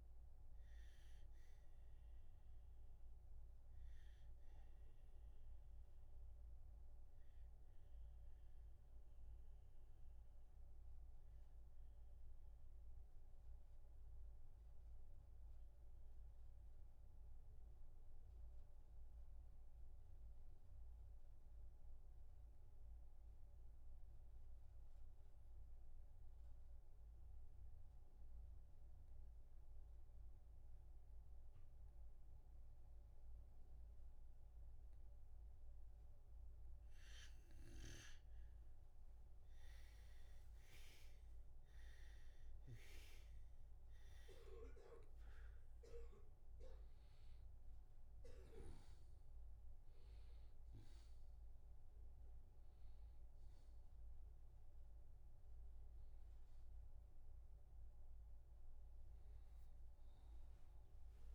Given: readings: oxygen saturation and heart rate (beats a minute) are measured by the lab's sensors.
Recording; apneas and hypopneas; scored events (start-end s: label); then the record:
breathing in sleep by a room microphone; 1
0.00-19.00 s: oxygen desaturation (device-marked, oxygen 88% lowest, heart rate 60 extreme)
5.00-36.50 s: obstructive apnea (oxygen 97% before, 88% lowest, heart rate 65 before, 56 extreme, up 4 after)
39.00-61.35 s: oxygen desaturation (device-marked, oxygen 97% before, 91% lowest, heart rate 62 before, 56 extreme)
44.00-49.00 s: arousal
From the record:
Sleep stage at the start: N2 (light sleep); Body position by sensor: on the back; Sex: male